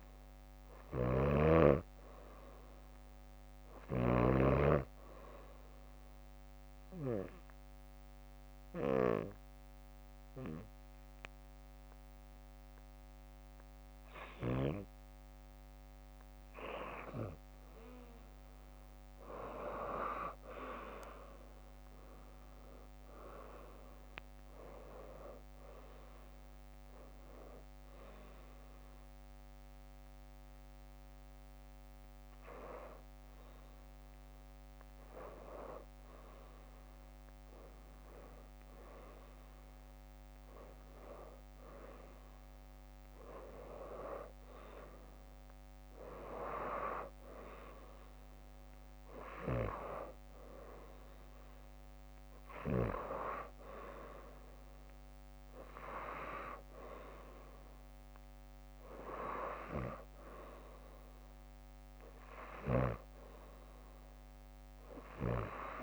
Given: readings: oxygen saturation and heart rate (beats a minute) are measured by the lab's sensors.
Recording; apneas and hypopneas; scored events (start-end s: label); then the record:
breathing in sleep by a microphone on the trachea; 1
0.00-1.50 s: snoring (device-marked)
0.00-2.00 s: drop in pulse transit time (device-marked, heart rate 63 extreme)
0.00-5.50 s: leg movement (device-marked)
5.50-16.50 s: obstructive apnea (oxygen 93% before, 85% lowest, heart rate 65 before, 63 extreme, up 6 after)
10.00-15.00 s: leg movement (device-marked)
18.00-21.50 s: arousal
43.00-52.00 s: oxygen desaturation (device-marked, oxygen 90% before, 85% lowest, heart rate 66 before, 64 extreme)
From the record:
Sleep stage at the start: N2 (light sleep); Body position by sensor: on the back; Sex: female